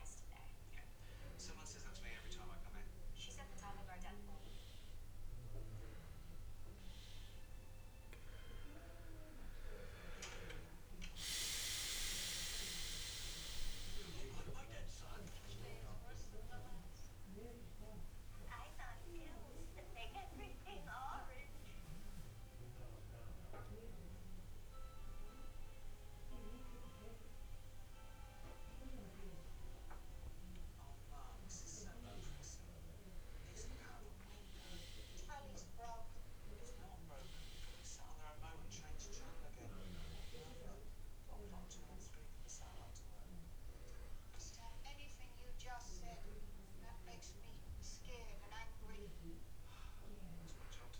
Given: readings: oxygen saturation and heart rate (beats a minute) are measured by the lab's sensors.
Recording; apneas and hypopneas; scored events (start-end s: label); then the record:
breathing in sleep by a room microphone; none
29.50-51.00 s: new sleep stage, N2 (light sleep)
38.50-48.50 s: oxygen desaturation (device-marked, oxygen 96% before, 93% lowest, heart rate 85 before, 85 extreme)
From the record:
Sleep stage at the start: N1 (lightest sleep); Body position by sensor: on the back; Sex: male